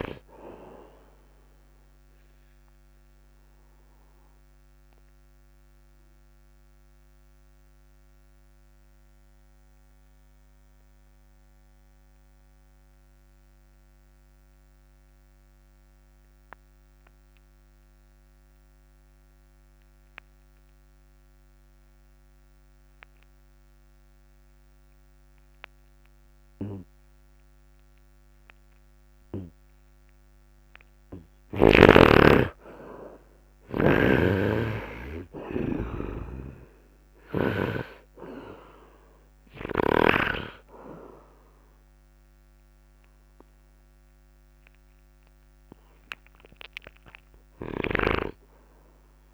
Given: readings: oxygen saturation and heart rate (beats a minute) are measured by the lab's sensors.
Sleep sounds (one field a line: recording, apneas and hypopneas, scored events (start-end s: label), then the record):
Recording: breathing in sleep by a microphone on the trachea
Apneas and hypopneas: 1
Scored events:
2.50-31.00 s: obstructive apnea (oxygen 96% before, 64% lowest, heart rate 59 before, 57 extreme, up 4 after)
4.00-14.00 s: oxygen desaturation (device-marked, oxygen 77% before, 64% lowest, heart rate 62 before, 57 extreme)
32.50-36.50 s: arousal
34.00-38.00 s: snoring (device-marked)
34.00-49.34 s: oxygen desaturation (device-marked, oxygen 99% before, 67% lowest, heart rate 65 before, 54 extreme)
From the record:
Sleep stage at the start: N2 (light sleep)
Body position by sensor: upright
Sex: male